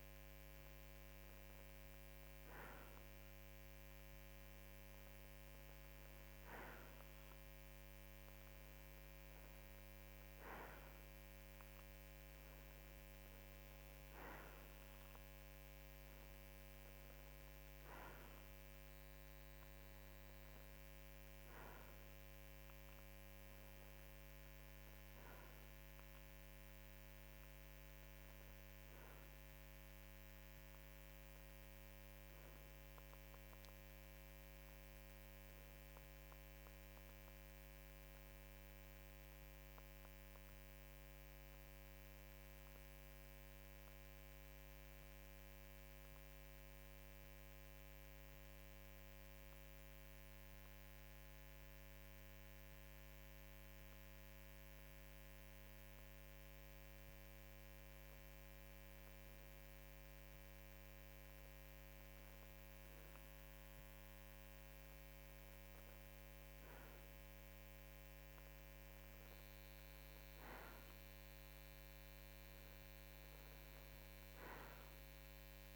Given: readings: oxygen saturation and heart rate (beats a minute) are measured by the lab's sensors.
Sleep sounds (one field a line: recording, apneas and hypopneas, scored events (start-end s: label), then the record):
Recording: breathing in sleep, hard to hear, by a microphone on the trachea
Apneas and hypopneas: 1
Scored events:
41.00-61.50 s: obstructive apnea (oxygen 93% before, 92% lowest, heart rate 55 before, 52 extreme)
63.50-69.00 s: arousal
From the record:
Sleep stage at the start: N2 (light sleep)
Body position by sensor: on the right side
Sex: male